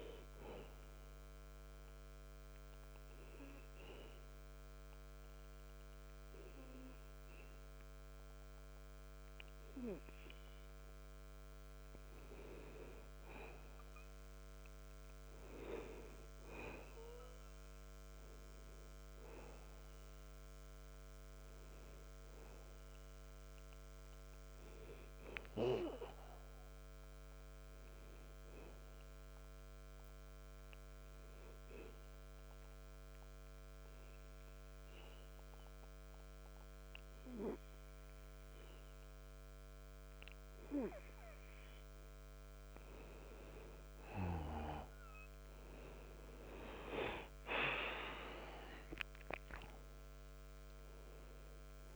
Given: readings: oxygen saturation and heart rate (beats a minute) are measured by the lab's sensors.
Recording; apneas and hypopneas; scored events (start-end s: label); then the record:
breathing in sleep by a microphone on the trachea; 2
0.50-10.50 s: obstructive apnea (oxygen 94% before, 90% lowest, heart rate 90 before, 62 extreme, up 8 after)
10.00-25.00 s: oxygen desaturation (device-marked, oxygen 94% before, 90% lowest, heart rate 89 before, 62 extreme)
13.00-16.50 s: arousal
29.00-41.50 s: obstructive apnea (oxygen 96% before, 92% lowest, heart rate 78 before, 62 extreme, up 15 after)
39.00-50.00 s: oxygen desaturation (device-marked, oxygen 96% before, 93% lowest, heart rate 73 before, 62 extreme)
43.50-49.00 s: arousal
From the record:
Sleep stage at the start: N2 (light sleep); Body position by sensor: on the back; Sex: male